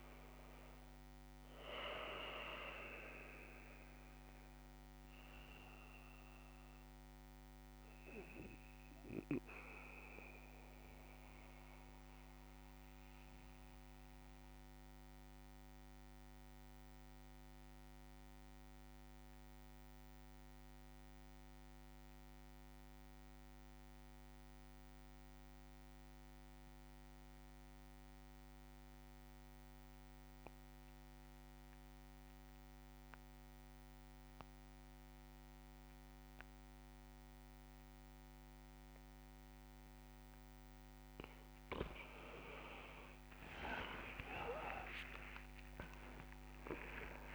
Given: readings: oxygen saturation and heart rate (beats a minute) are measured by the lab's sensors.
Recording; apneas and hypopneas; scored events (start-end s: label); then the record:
breathing in sleep by a microphone on the trachea; 1
0.00-20.50 s: oxygen desaturation (device-marked, oxygen 85% lowest)
9.50-39.50 s: mixed apnea (oxygen 96% before, 84% lowest)
38.50-47.35 s: oxygen desaturation (device-marked, oxygen 98% before, 84% lowest)
43.00-47.35 s: arousal
44.50-46.50 s: long interval between heartbeats (device-marked)
From the record:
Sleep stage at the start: N2 (light sleep); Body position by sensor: on the back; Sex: male